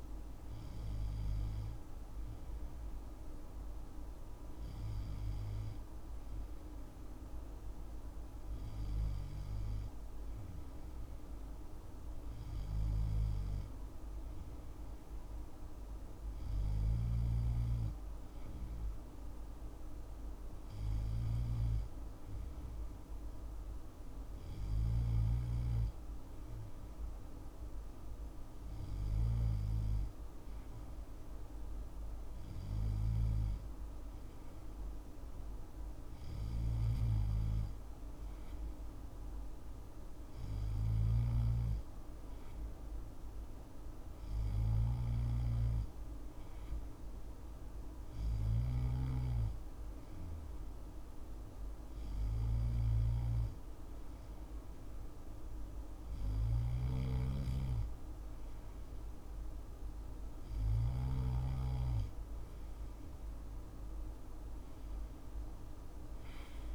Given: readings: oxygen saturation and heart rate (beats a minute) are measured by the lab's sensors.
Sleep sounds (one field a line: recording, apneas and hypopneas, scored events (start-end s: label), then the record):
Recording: breathing in sleep, hard to hear, by a room microphone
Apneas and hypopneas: none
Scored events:
56.50-61.00 s: snoring (device-marked)
From the record:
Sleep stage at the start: N2 (light sleep)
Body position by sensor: on the left side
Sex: male